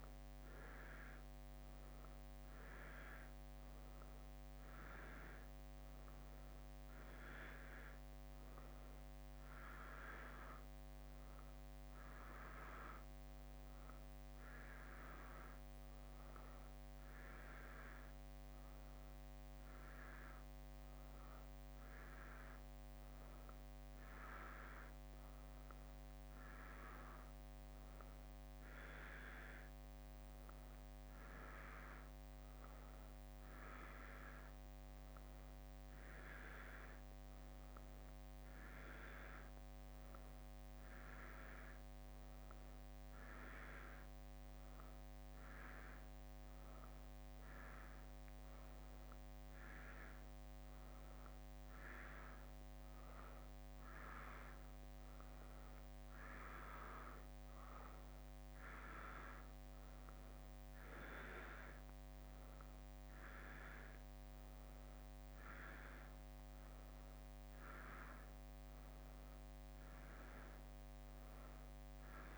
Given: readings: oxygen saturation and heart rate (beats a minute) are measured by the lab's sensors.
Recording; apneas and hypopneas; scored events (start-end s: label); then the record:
a person awake in a sleep study, by a microphone on the trachea; none
27.50-36.00 s: leg movement (device-marked)
From the record:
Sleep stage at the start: awake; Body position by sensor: on the right side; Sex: female